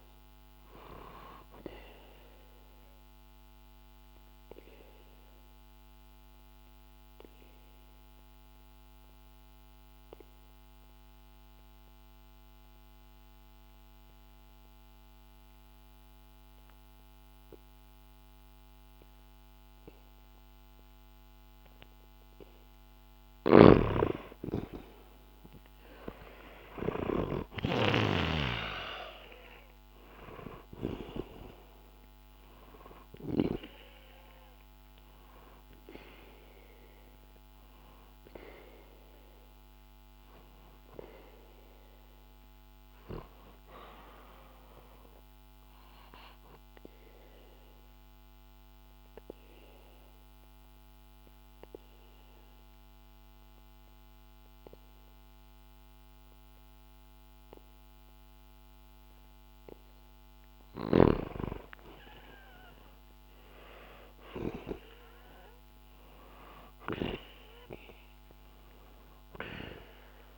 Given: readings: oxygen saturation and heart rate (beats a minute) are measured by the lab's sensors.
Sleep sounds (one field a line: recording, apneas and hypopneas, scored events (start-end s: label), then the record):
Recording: breathing in sleep by a microphone on the trachea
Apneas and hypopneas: 2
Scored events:
0.00-13.50 s: oxygen desaturation (device-marked, oxygen 92% lowest, heart rate 55 extreme)
0.50-22.50 s: obstructive apnea (oxygen 98% before, 90% lowest, heart rate 65 before, 55 extreme, up 10 after)
23.00-28.50 s: snoring (device-marked)
25.00-29.00 s: arousal
25.50-58.50 s: oxygen desaturation (device-marked, oxygen 97% before, 90% lowest, heart rate 63 before, 63 extreme)
44.50-59.00 s: obstructive apnea (oxygen 97% before, 90% lowest, heart rate 63 before, 64 extreme, up 0 after)
60.50-65.50 s: arousal
From the record:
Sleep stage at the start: N2 (light sleep)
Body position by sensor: on the back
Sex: male